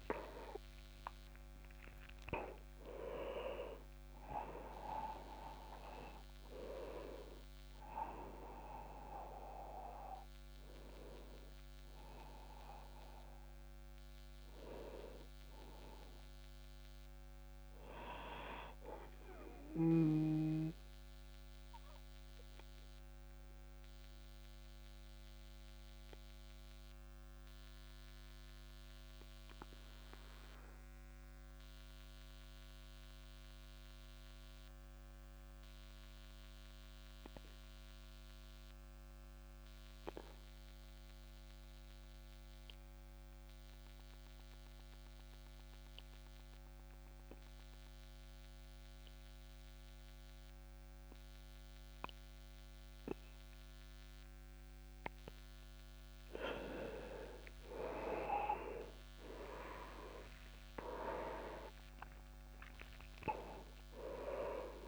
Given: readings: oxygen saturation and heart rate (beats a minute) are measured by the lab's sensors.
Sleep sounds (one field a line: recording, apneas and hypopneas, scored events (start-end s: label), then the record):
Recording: breathing in sleep by a microphone on the trachea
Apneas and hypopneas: 1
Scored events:
0.00-27.00 s: oxygen desaturation (device-marked, oxygen 91% lowest, heart rate 27 extreme)
19.00-55.50 s: obstructive apnea (oxygen 98% before, 87% lowest, heart rate 42 before, 27 extreme, up 30 after)
52.00-64.88 s: oxygen desaturation (device-marked, oxygen 98% before, 87% lowest)
59.00-62.00 s: arousal
From the record:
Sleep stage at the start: N2 (light sleep)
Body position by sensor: on the back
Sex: male